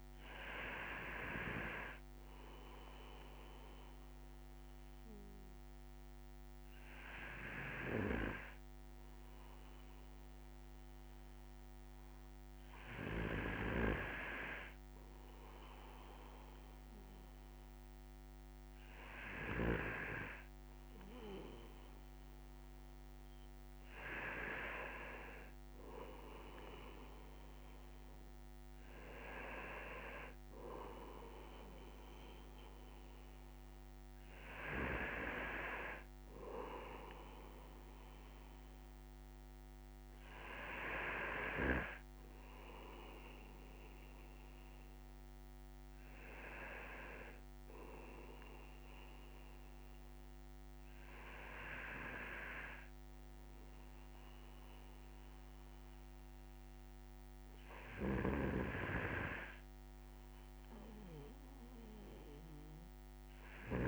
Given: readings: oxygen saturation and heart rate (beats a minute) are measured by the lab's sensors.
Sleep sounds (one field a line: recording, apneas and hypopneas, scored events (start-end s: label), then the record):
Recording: breathing in sleep by a microphone on the trachea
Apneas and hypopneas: none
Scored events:
none scored
From the record:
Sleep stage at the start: N2 (light sleep)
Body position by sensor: on the right side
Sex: male